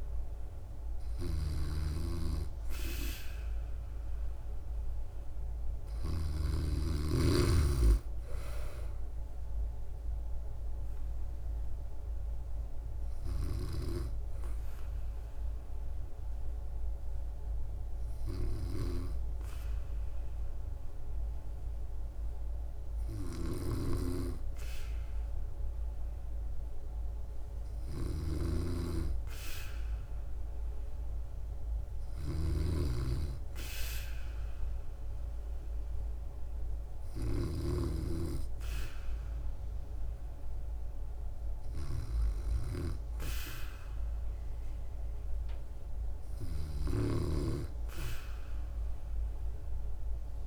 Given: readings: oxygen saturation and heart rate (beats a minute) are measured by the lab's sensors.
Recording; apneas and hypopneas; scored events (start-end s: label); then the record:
breathing in sleep by a room microphone; 1
0.00-6.00 s: snoring (device-marked)
4.00-7.50 s: arousal
13.00-28.00 s: hypopnea (oxygen 96% before, 94% lowest, heart rate 64 before, 61 extreme, up 3 after)
13.00-37.50 s: snoring (device-marked)
34.00-37.50 s: arousal
46.50-50.46 s: snoring (device-marked)
From the record:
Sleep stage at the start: N2 (light sleep); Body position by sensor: on the back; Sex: female